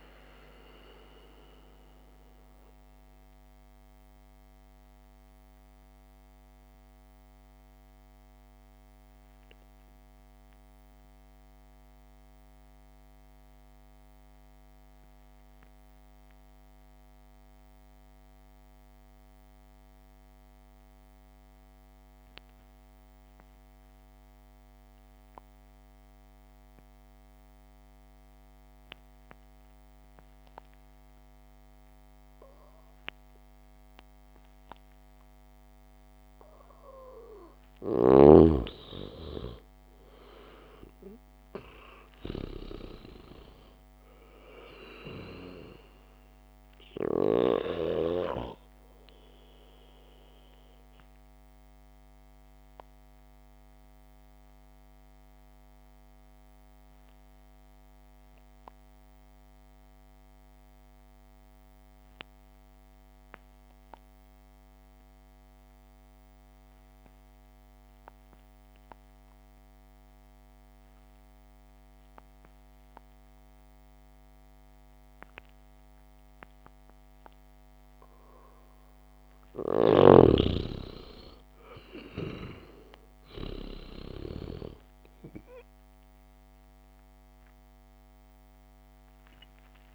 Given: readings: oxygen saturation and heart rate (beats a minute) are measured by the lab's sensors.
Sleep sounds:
breathing in sleep by a microphone on the trachea; 2
0.00-11.50 s: oxygen desaturation (device-marked, oxygen 93% lowest, heart rate 66 extreme)
4.50-36.50 s: mixed apnea (oxygen 99% before, 91% lowest, heart rate 68 before, 61 extreme)
24.50-54.50 s: new sleep stage, N2 (light sleep)
37.50-67.50 s: oxygen desaturation (device-marked, oxygen 99% before, 91% lowest, heart rate 72 before, 57 extreme)
39.00-43.00 s: arousal
50.50-78.50 s: mixed apnea (oxygen 99% before, 91% lowest, heart rate 66 before, 57 extreme, up 2 after)
51.50-53.50 s: long interval between heartbeats (device-marked, heart rate 66 before, 66 extreme)
54.50-89.95 s: new sleep stage, REM sleep
79.50-89.95 s: oxygen desaturation (device-marked, oxygen 98% before, 91% lowest, heart rate 68 before, 60 extreme)
80.50-85.00 s: arousal
From the record:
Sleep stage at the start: REM sleep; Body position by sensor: on the back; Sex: male

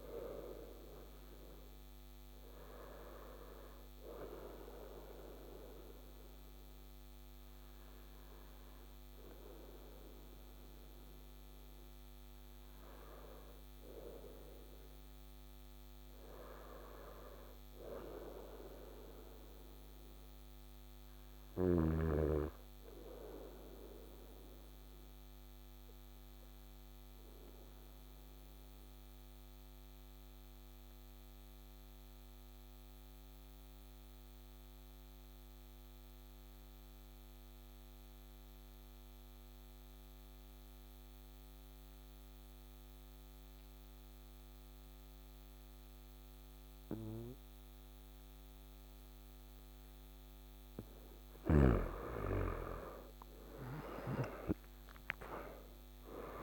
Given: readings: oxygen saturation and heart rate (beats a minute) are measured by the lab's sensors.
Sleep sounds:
breathing in sleep by a microphone on the trachea; 1
24.50-50.00 s: obstructive apnea (oxygen 99% before, 92% lowest, heart rate 59 before, 54 extreme, up 9 after)
41.00-45.00 s: oxygen desaturation (device-marked, oxygen 98% before, 97% lowest, heart rate 56 before, 56 extreme)
53.00-56.43 s: arousal
From the record:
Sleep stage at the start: N2 (light sleep); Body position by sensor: on the right side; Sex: male

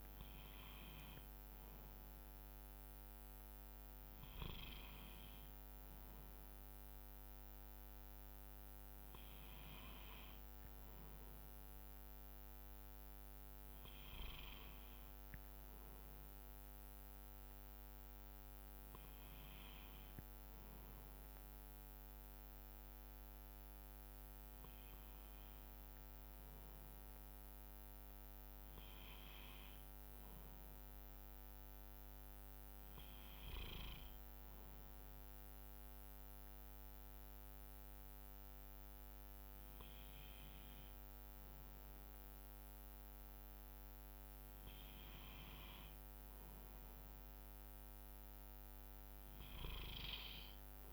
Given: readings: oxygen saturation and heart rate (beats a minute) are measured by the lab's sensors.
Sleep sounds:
breathing in sleep, hard to hear, by a microphone on the trachea; none
18.50-24.00 s: arousal
36.50-38.50 s: bradycardia (device-marked, heart rate 69 before, 60 extreme)
From the record:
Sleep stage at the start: N2 (light sleep); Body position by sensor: on the right side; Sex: male

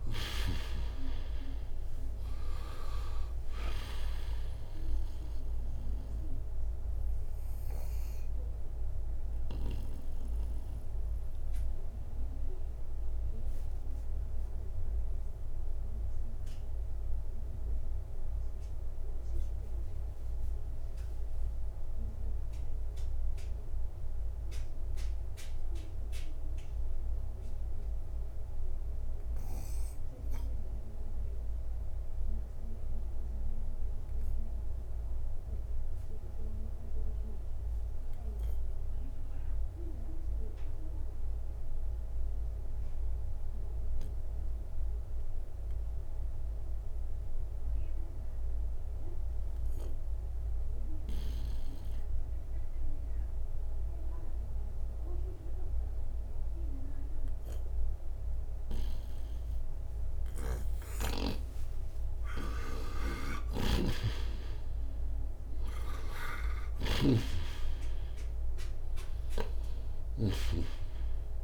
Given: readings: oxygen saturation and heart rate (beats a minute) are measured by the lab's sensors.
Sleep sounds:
breathing in sleep by a room microphone; 1
0.00-31.50 s: oxygen desaturation (device-marked, oxygen 79% lowest, heart rate 61 extreme)
7.50-60.50 s: obstructive apnea (oxygen 98% before, 74% lowest, heart rate 76 before, 61 extreme, up 39 after)
43.50-71.44 s: oxygen desaturation (device-marked, oxygen 98% before, 74% lowest, heart rate 66 before, 59 extreme)
60.00-71.44 s: snoring (device-marked)
62.00-67.00 s: arousal
From the record:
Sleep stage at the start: N2 (light sleep); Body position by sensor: on the right side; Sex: male

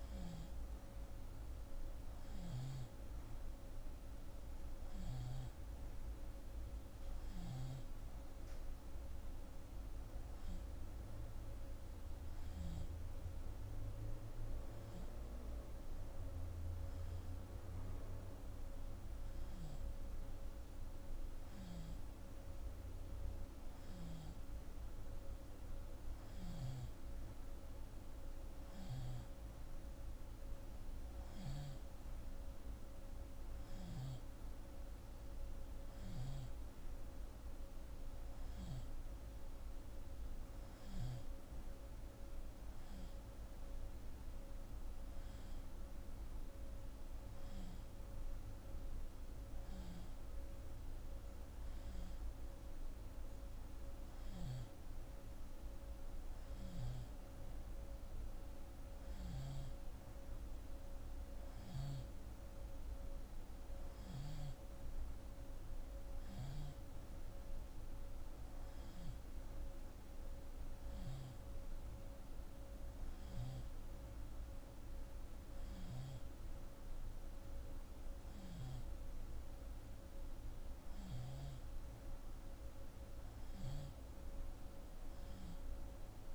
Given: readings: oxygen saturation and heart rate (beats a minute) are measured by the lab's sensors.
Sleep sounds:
breathing in sleep, hard to hear, by a room microphone; none
none scored
From the record:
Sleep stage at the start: N2 (light sleep); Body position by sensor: on the left side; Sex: female

